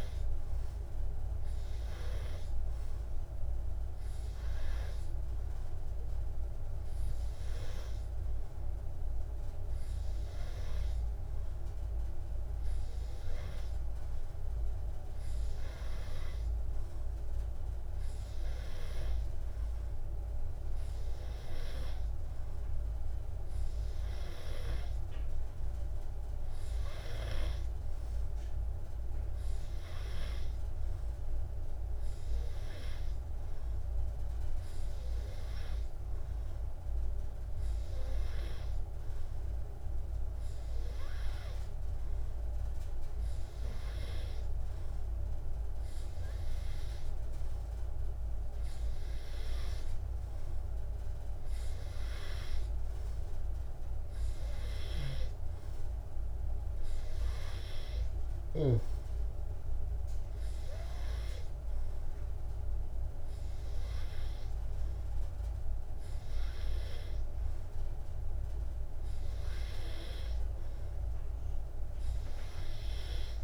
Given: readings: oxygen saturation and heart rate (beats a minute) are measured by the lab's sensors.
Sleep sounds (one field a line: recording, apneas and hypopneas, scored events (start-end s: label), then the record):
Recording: breathing in sleep, hard to hear, by a room microphone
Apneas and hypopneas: none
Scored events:
none scored
From the record:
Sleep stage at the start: N2 (light sleep)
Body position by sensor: on the back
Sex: male